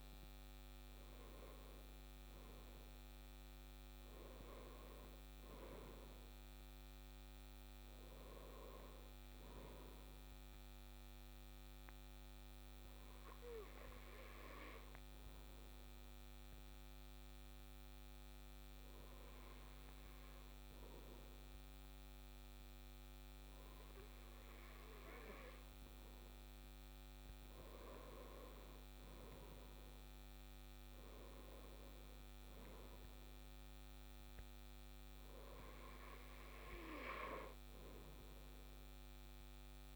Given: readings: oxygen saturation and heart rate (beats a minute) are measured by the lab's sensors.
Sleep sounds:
breathing in sleep by a microphone on the trachea; 1
11.50-25.00 s: hypopnea (oxygen 97% before, 96% lowest, heart rate 63 before, 58 extreme, up 7 after)
27.50-31.50 s: arousal
From the record:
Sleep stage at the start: N2 (light sleep); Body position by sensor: on the left side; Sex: male

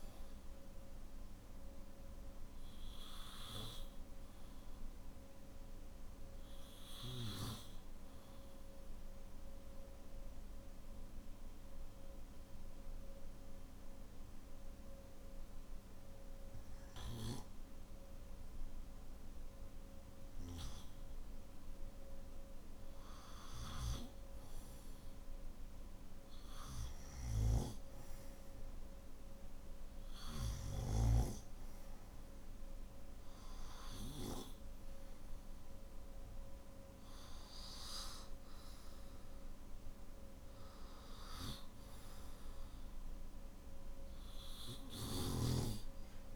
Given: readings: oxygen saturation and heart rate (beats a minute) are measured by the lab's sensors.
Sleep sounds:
breathing in sleep by a room microphone; 1
0.00-18.00 s: oxygen desaturation (device-marked, oxygen 91% lowest, heart rate 48 extreme)
4.50-21.00 s: obstructive apnea (oxygen 98% before, 91% lowest, heart rate 55 before, 48 extreme, up 5 after)
35.00-46.36 s: oxygen desaturation (device-marked, oxygen 97% before, 92% lowest, heart rate 52 before, 47 extreme)
From the record:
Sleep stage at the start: N2 (light sleep); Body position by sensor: on the back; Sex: male

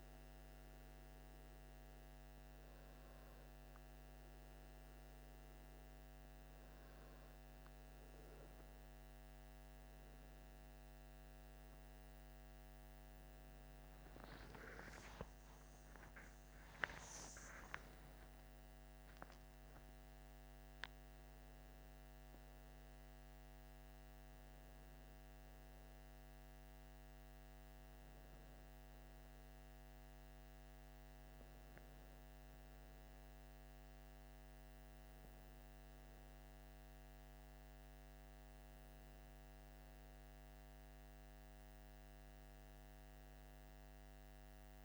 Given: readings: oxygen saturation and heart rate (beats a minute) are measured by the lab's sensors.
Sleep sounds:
breathing in sleep, hard to hear, by a microphone on the trachea; none
14.00-20.00 s: arousal
From the record:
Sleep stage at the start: N2 (light sleep); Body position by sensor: on the left side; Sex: male

